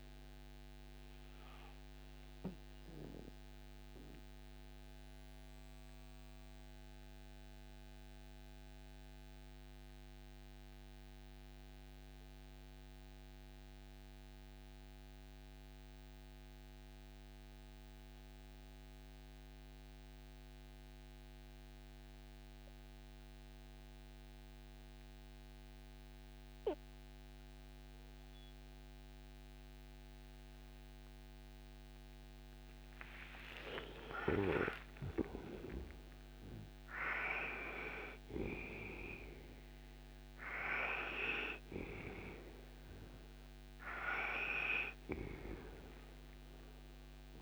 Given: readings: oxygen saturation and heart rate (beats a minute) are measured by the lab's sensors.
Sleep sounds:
breathing in sleep by a microphone on the trachea; 1
0.00-23.00 s: oxygen desaturation (device-marked, oxygen 79% lowest, heart rate 58 extreme)
0.50-34.00 s: mixed apnea (oxygen 98% before, 79% lowest, heart rate 78 before, 58 extreme, up 28 after)
34.00-47.42 s: oxygen desaturation (device-marked, oxygen 99% before, 83% lowest, heart rate 60 before, 57 extreme)
35.00-40.00 s: arousal
From the record:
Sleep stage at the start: N2 (light sleep); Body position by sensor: on the right side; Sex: male

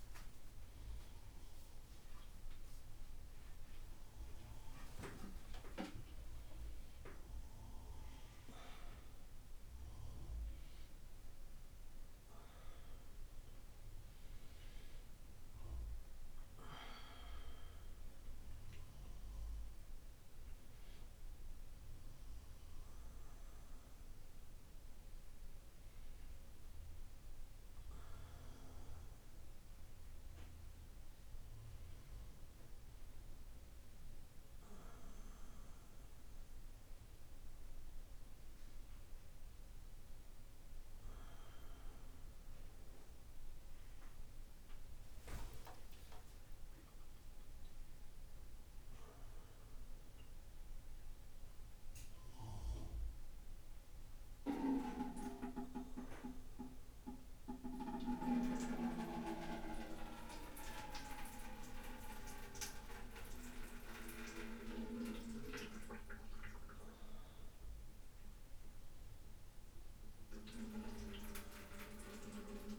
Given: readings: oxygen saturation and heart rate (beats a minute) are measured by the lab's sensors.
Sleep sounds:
a person awake in a sleep study, by a room microphone; none
none scored
From the record:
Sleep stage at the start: awake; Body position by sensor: upright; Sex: male

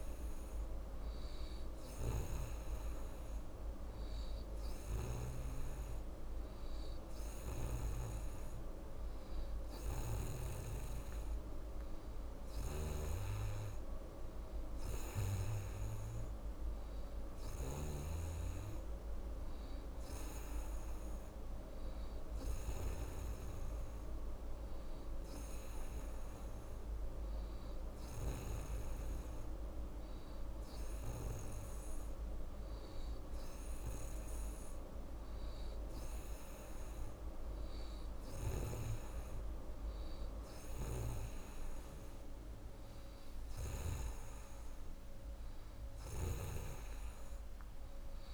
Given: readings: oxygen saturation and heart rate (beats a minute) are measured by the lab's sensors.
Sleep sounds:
breathing in sleep by a room microphone; none
none scored
From the record:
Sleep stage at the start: N3 (deep sleep); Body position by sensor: on the right side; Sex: female

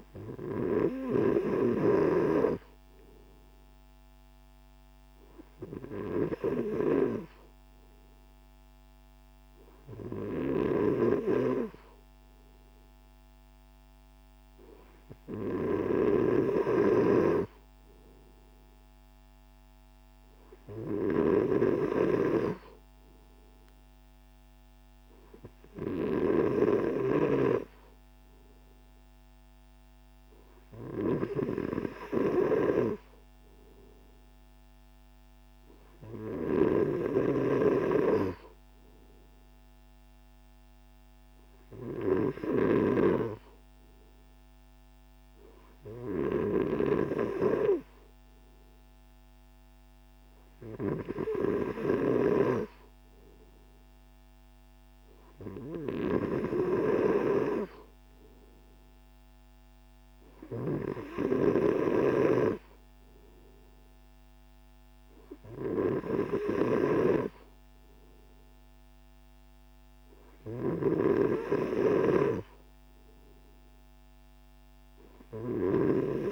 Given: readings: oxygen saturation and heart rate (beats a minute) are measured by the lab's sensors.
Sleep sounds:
breathing in sleep by a microphone on the trachea; none
none scored
From the record:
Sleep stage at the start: N3 (deep sleep); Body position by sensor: on the right side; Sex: male

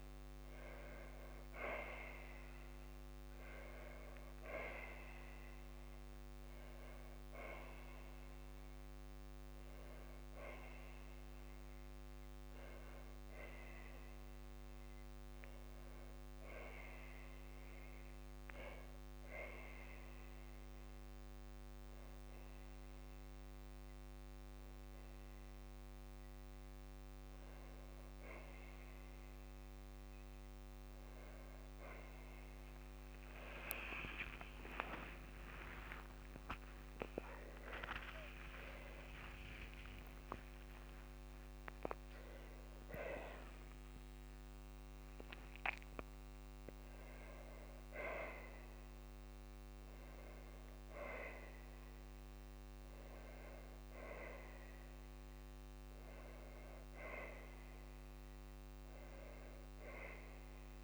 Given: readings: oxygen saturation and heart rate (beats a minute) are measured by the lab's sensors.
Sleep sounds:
a person awake in a sleep study, by a microphone on the trachea; none
32.00-42.00 s: tachycardia (device-marked, heart rate 49 before, 157 extreme)
33.50-35.50 s: long interval between heartbeats (device-marked, heart rate 54 before, 75 extreme)
35.50-37.50 s: long interval between heartbeats (device-marked, heart rate 61 before, 108 extreme)
39.50-41.50 s: long interval between heartbeats (device-marked, heart rate 73 before, 137 extreme)
From the record:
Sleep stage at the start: awake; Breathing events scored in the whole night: 247 in 4.4 hours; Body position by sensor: on the back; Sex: female

